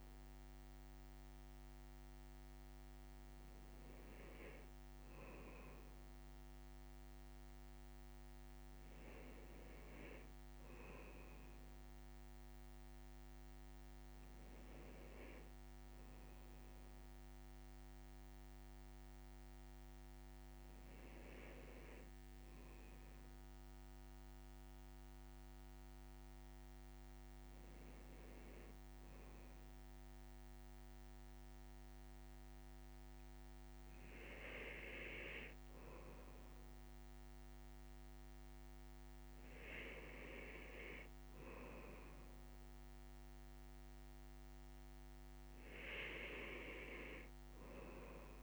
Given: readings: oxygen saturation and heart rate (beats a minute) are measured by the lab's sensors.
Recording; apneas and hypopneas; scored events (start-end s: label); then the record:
a person awake in a sleep study, by a microphone on the trachea; none
none scored
From the record:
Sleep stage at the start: awake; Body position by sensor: on the left side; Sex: male